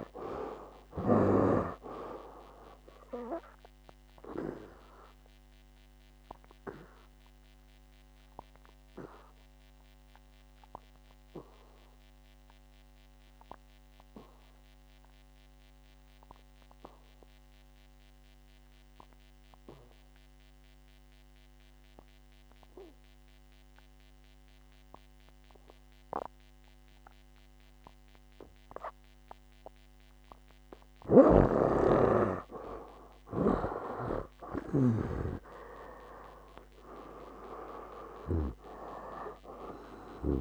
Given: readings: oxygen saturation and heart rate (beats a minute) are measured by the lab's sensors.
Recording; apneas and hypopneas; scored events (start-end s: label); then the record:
breathing in sleep by a microphone on the trachea; 1
3.00-28.00 s: oxygen desaturation (device-marked, oxygen 96% before, 73% lowest, heart rate 64 before, 59 extreme)
5.50-30.00 s: obstructive apnea (oxygen 97% before, 73% lowest, heart rate 65 before, 59 extreme, up 13 after)
31.50-35.50 s: snoring (device-marked)
33.00-40.41 s: oxygen desaturation (device-marked, oxygen 96% before, 88% lowest, heart rate 64 before, 62 extreme)
34.00-38.50 s: arousal
From the record:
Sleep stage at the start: N2 (light sleep); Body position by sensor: on the back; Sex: male